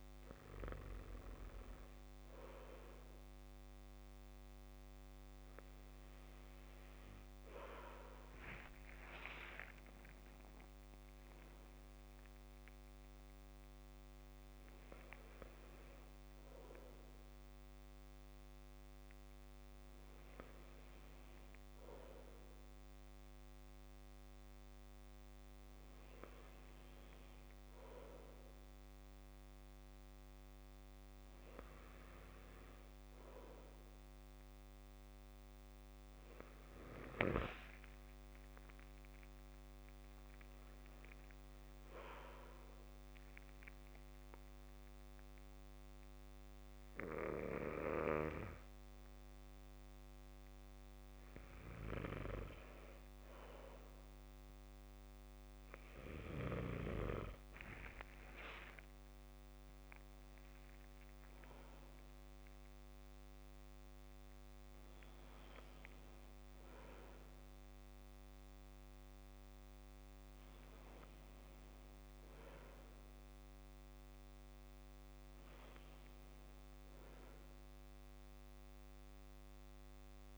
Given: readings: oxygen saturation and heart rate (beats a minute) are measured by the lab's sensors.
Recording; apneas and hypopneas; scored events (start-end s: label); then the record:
breathing in sleep by a microphone on the trachea; 1
37.50-39.50 s: long interval between heartbeats (device-marked, heart rate 60 before, 73 extreme)
43.50-53.50 s: mixed apnea (oxygen 95% before, 93% lowest, heart rate 66 before, 55 extreme, up 12 after)
57.50-61.50 s: arousal
From the record:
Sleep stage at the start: N2 (light sleep); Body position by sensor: on the back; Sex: male